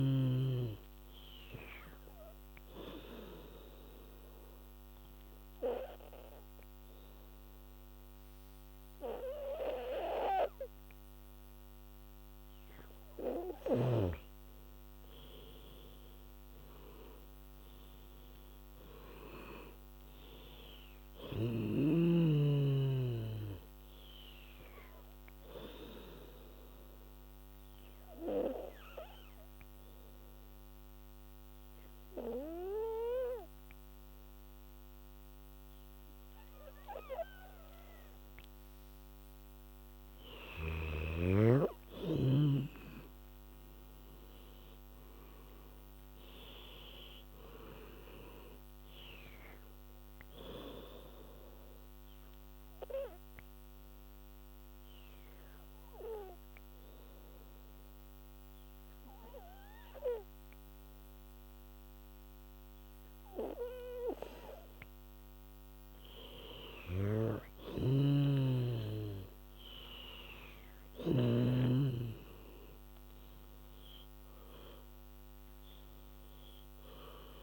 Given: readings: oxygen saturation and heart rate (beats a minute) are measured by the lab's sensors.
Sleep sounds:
breathing in sleep by a microphone on the trachea; 3
0.00-7.50 s: oxygen desaturation (device-marked, oxygen 88% lowest, heart rate 73 extreme)
3.00-13.50 s: obstructive apnea (oxygen 99% before, 88% lowest, heart rate 75 before, 73 extreme, up 10 after)
16.00-20.00 s: arousal
16.50-34.50 s: oxygen desaturation (device-marked, oxygen 97% before, 91% lowest, heart rate 78 before, 65 extreme)
26.00-38.50 s: obstructive apnea (oxygen 97% before, 88% lowest, heart rate 79 before, 65 extreme, up 8 after)
42.50-47.00 s: arousal
45.50-62.50 s: oxygen desaturation (device-marked, oxygen 99% before, 88% lowest, heart rate 77 before, 65 extreme)
51.50-63.50 s: obstructive apnea (oxygen 99% before, 88% lowest, heart rate 80 before, 67 extreme, up 18 after)
66.00-71.00 s: arousal
67.50-71.00 s: snoring (device-marked)
72.50-77.43 s: oxygen desaturation (device-marked, oxygen 99% before, 92% lowest, heart rate 74 before, 69 extreme)
From the record:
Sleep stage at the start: N2 (light sleep); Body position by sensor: on the back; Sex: female

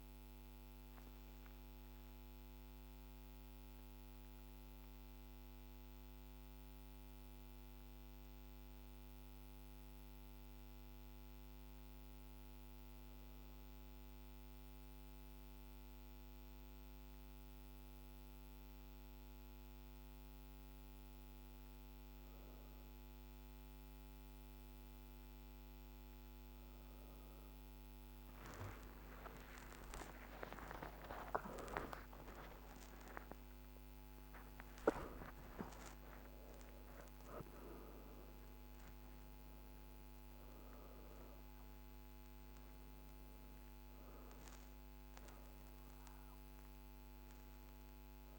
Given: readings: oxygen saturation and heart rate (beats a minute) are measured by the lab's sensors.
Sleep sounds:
a person awake in a sleep study, by a microphone on the trachea; none
21.50-48.39 s: new sleep stage, awake
From the record:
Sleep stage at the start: N1 (lightest sleep); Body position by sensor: on the back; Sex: female

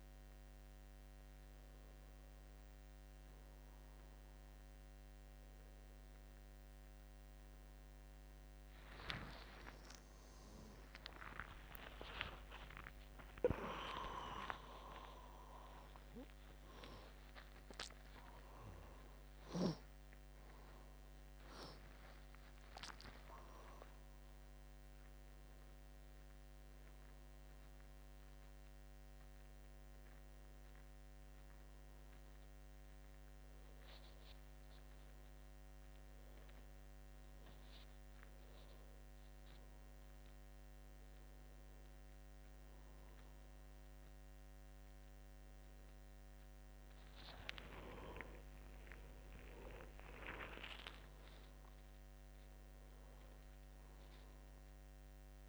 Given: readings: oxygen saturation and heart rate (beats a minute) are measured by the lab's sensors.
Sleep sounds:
a person partly awake in a sleep study, by a microphone on the trachea; none
9.50-14.50 s: arousal
35.00-55.49 s: new sleep stage, awake
From the record:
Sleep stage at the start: N2 (light sleep); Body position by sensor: on the back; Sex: male

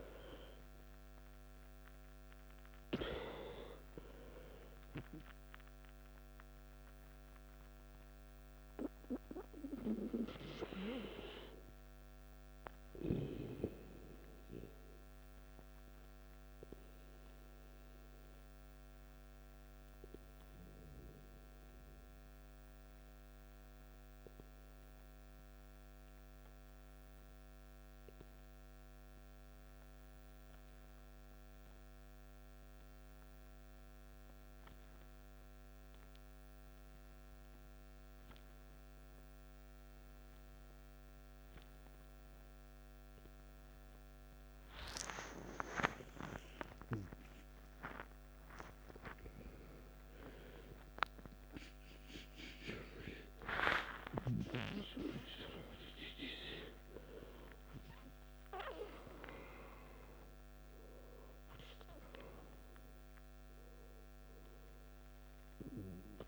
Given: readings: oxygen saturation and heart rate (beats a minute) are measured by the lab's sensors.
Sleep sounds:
breathing in sleep by a microphone on the trachea; 1
0.00-27.00 s: oxygen desaturation (device-marked, oxygen 89% lowest, heart rate 53 extreme)
16.00-45.00 s: obstructive apnea (oxygen 96% before, 89% lowest, heart rate 63 before, 53 extreme, up 12 after)
44.00-59.00 s: oxygen desaturation (device-marked, oxygen 98% before, 90% lowest, heart rate 55 before, 52 extreme)
45.50-50.00 s: arousal
From the record:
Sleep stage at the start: N2 (light sleep); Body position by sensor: on the back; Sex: male

